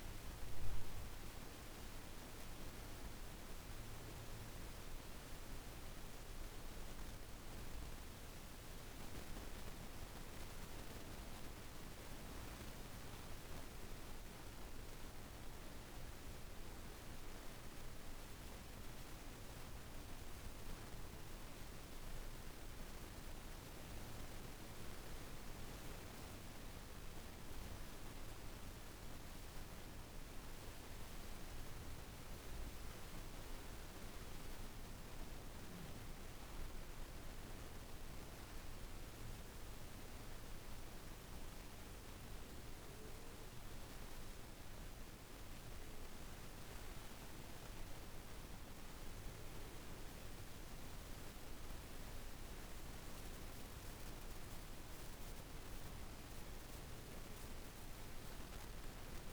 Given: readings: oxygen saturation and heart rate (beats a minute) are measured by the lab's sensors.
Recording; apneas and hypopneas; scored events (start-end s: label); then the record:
breathing in sleep, hard to hear, by a room microphone; 1
8.50-59.33 s: new sleep stage, N2 (light sleep)
20.50-24.50 s: arousal
27.00-37.50 s: obstructive apnea (oxygen 97% before, 93% lowest, heart rate 53 before, 50 extreme, up 5 after)
38.50-43.50 s: arousal
41.50-59.33 s: oxygen desaturation (device-marked, oxygen 97% before, 93% lowest, heart rate 51 before, 51 extreme)
From the record:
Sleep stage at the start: N1 (lightest sleep); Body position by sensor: on the back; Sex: female